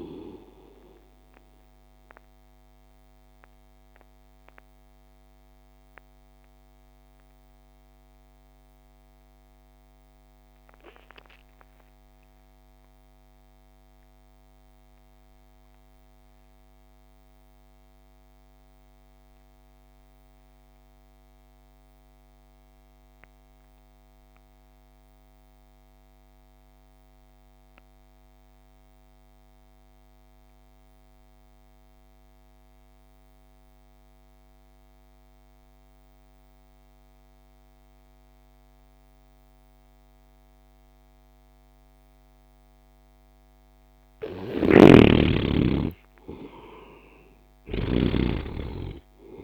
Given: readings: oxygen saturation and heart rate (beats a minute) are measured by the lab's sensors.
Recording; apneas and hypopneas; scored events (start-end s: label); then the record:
breathing in sleep by a microphone on the trachea; 1
0.00-15.50 s: oxygen desaturation (device-marked, oxygen 60% lowest)
2.00-43.50 s: mixed apnea (oxygen 92% before, 57% lowest)
17.50-49.43 s: oxygen desaturation (device-marked, oxygen 99% before, 57% lowest)
44.50-49.43 s: snoring (device-marked)
45.00-48.50 s: arousal
From the record:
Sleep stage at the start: REM sleep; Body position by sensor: on the right side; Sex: male